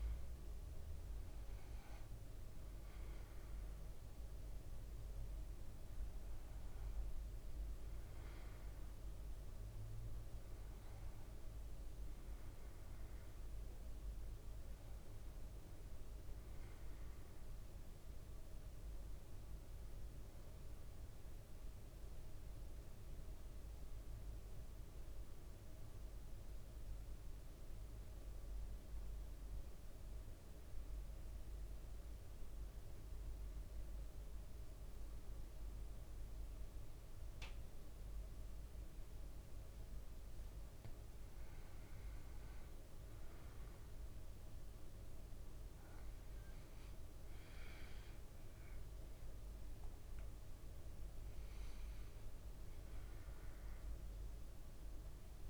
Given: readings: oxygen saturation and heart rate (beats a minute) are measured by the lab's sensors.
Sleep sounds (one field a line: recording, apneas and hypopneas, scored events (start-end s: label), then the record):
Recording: breathing in sleep, hard to hear, by a room microphone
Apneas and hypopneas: 1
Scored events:
0.00-27.50 s: oxygen desaturation (device-marked, oxygen 93% lowest, heart rate 56 extreme)
22.00-40.00 s: central apnea (oxygen 97% before, 96% lowest, heart rate 57 before, 57 extreme, up 2 after)
42.00-46.50 s: arousal
47.50-55.50 s: oxygen desaturation (device-marked, oxygen 100% before, 96% lowest, heart rate 58 before, 56 extreme)
From the record:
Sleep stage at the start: N2 (light sleep)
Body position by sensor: on the back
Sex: male